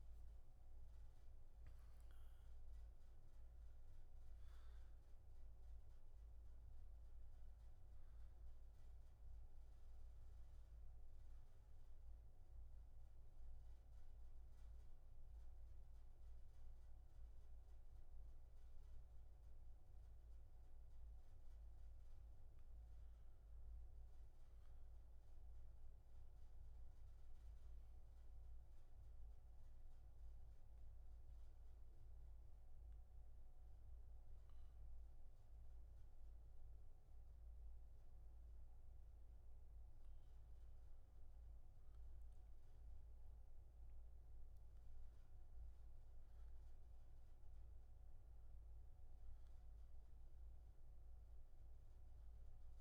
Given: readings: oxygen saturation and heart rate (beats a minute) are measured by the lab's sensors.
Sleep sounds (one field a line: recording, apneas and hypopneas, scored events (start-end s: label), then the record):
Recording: breathing in sleep, hard to hear, by a room microphone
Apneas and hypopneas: 1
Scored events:
11.50-23.00 s: central apnea (oxygen 98% before, 93% lowest, heart rate 85 before, 60 extreme, up 1 after)
24.00-28.00 s: arousal
29.50-39.50 s: oxygen desaturation (device-marked, oxygen 98% before, 94% lowest, heart rate 65 before, 65 extreme)
From the record:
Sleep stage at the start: N1 (lightest sleep)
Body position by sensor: on the back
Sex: male